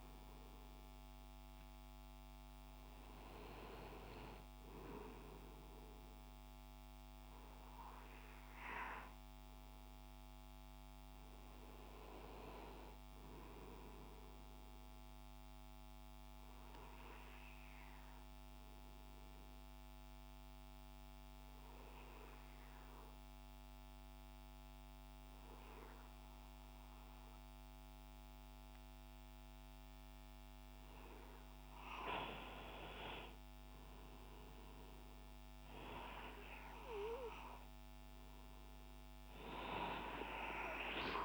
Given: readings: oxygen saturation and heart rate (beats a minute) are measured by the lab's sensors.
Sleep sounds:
breathing in sleep by a microphone on the trachea; 1
18.50-31.50 s: obstructive apnea (oxygen 96% before, 92% lowest, heart rate 68 before, 65 extreme, up 4 after)
33.00-37.00 s: arousal
From the record:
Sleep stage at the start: N2 (light sleep); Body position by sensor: on the right side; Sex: male

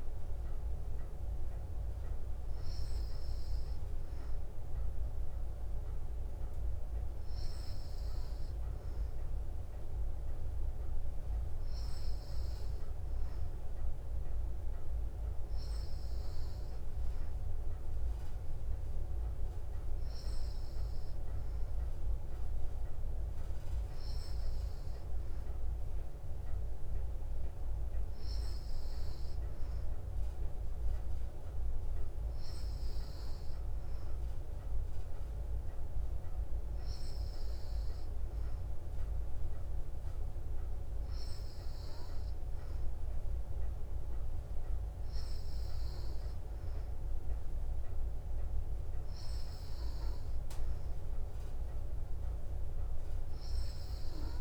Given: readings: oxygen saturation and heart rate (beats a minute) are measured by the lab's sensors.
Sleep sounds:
breathing in sleep, hard to hear, by a room microphone; none
none scored
From the record:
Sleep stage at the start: N3 (deep sleep); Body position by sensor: on the back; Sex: female

